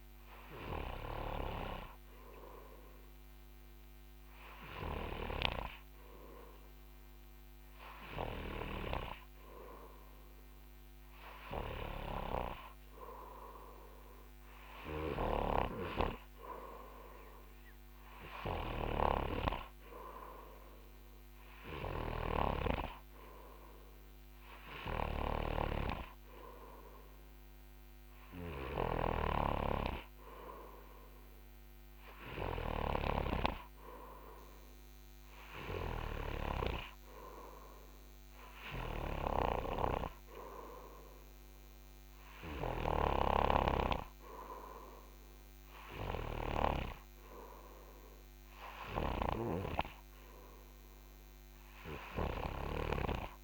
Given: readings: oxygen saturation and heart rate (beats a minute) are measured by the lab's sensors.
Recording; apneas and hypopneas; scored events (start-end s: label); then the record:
breathing in sleep by a microphone on the trachea; 1
0.00-9.50 s: snoring (device-marked)
3.00-15.50 s: hypopnea (oxygen 93% before, 92% lowest)
16.00-47.50 s: snoring (device-marked)
17.00-19.50 s: arousal
49.50-53.44 s: snoring (device-marked)
From the record:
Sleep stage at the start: N2 (light sleep); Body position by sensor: on the front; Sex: male